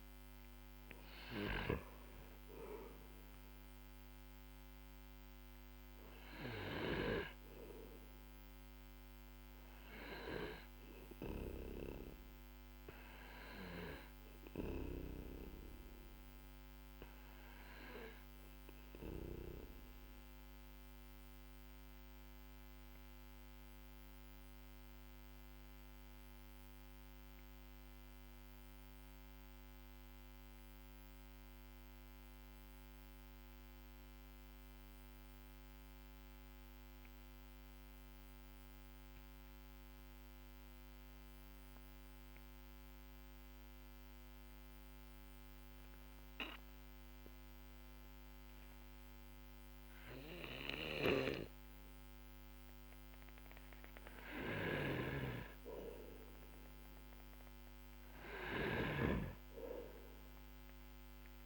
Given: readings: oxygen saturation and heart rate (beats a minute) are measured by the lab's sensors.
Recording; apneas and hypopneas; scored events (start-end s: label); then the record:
breathing in sleep by a microphone on the trachea; 1
0.00-30.00 s: oxygen desaturation (device-marked, oxygen 92% lowest, heart rate 44 extreme)
20.50-56.50 s: mixed apnea (oxygen 97% before, 92% lowest, heart rate 48 before, 43 extreme, up 5 after)
54.00-61.46 s: snoring (device-marked)
58.50-61.46 s: arousal
From the record:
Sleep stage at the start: N2 (light sleep); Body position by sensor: on the back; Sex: male